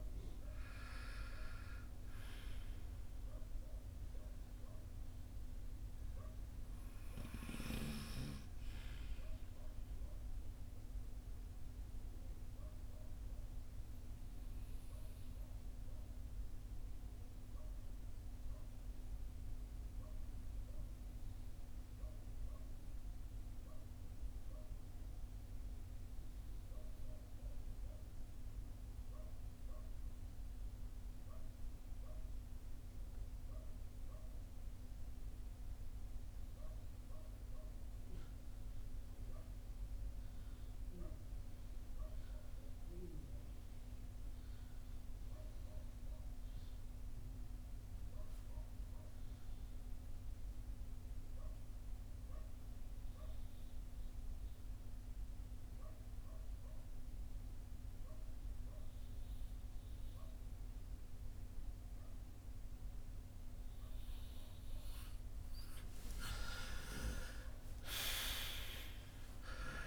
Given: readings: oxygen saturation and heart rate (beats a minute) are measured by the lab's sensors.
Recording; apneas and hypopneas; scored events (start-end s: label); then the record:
breathing in sleep by a room microphone; 1
0.00-29.00 s: oxygen desaturation (device-marked, oxygen 77% lowest, heart rate 44 extreme)
8.50-64.50 s: mixed apnea (oxygen 85% before, 75% lowest, heart rate 63 before, 44 extreme, up 12 after)
40.00-69.87 s: oxygen desaturation (device-marked, oxygen 98% before, 75% lowest, heart rate 51 before, 44 extreme)
65.00-69.50 s: arousal
From the record:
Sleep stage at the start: REM sleep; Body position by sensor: on the back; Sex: male